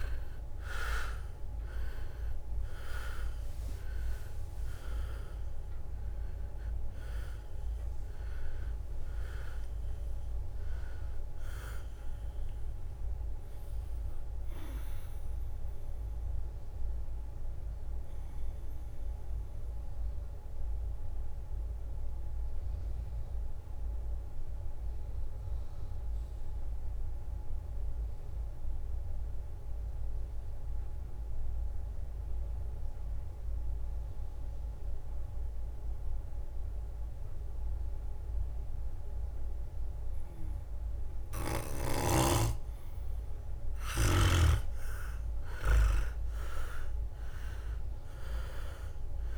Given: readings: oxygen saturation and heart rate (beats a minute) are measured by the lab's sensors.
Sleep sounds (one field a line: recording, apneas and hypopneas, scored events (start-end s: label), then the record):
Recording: breathing in sleep by a room microphone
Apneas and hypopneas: 1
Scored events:
0.00-3.00 s: arousal
0.00-16.50 s: drop in pulse transit time (device-marked, heart rate 65 extreme)
0.00-29.50 s: oxygen desaturation (device-marked, oxygen 89% lowest, heart rate 59 extreme)
2.00-11.00 s: leg movement (device-marked)
17.50-42.00 s: mixed apnea (oxygen 99% before, 89% lowest, heart rate 70 before, 59 extreme, up 11 after)
42.50-47.00 s: leg movement (device-marked)
42.50-49.38 s: drop in pulse transit time (device-marked, heart rate 61 before, 65 extreme)
44.50-49.38 s: oxygen desaturation (device-marked, oxygen 100% before, 90% lowest, heart rate 62 before, 58 extreme)
45.00-49.38 s: arousal
From the record:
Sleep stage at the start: N2 (light sleep)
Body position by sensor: on the back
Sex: male